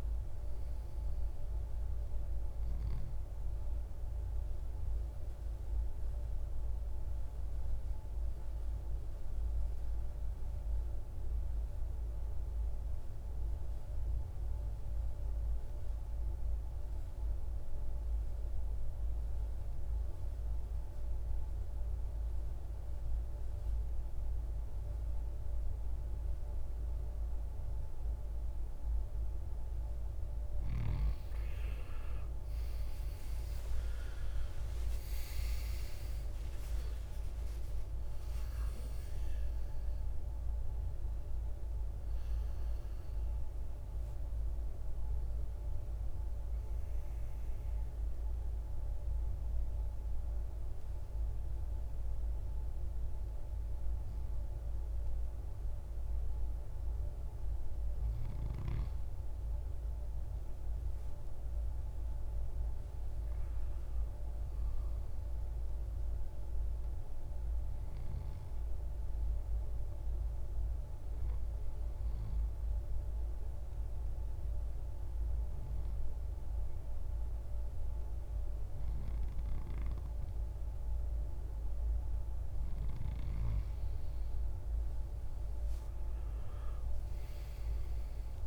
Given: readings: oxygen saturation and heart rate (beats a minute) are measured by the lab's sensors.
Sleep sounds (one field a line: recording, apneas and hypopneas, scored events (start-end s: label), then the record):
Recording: breathing in sleep, hard to hear, by a room microphone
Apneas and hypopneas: 3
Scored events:
0.00-14.50 s: oxygen desaturation (device-marked, oxygen 90% lowest, heart rate 54 extreme)
8.00-29.50 s: obstructive apnea (oxygen 98% before, 86% lowest, heart rate 63 before, 54 extreme, up 18 after)
21.50-40.50 s: oxygen desaturation (device-marked, oxygen 99% before, 92% lowest, heart rate 57 before, 55 extreme)
32.50-36.00 s: arousal
42.50-54.50 s: oxygen desaturation (device-marked, oxygen 94% before, 86% lowest, heart rate 66 before, 53 extreme)
47.00-59.50 s: obstructive apnea (oxygen 99% before, 86% lowest, heart rate 68 before, 53 extreme, up 3 after)
63.00-67.00 s: arousal
69.50-82.50 s: obstructive apnea (oxygen 99% before, 87% lowest, heart rate 57 before, 54 extreme, up 13 after)
84.50-88.00 s: arousal
From the record:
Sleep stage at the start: N2 (light sleep)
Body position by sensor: on the right side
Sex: male